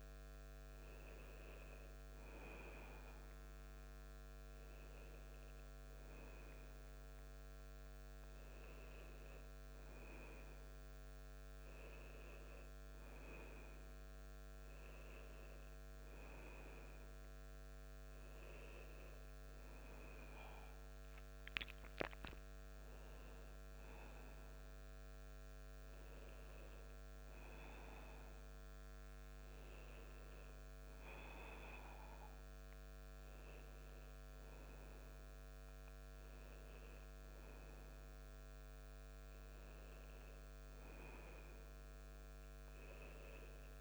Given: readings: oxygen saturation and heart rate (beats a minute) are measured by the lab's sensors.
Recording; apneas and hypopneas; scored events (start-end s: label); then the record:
a person awake in a sleep study, hard to hear, by a microphone on the trachea; none
none scored
From the record:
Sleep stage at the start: awake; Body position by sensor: on the back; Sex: male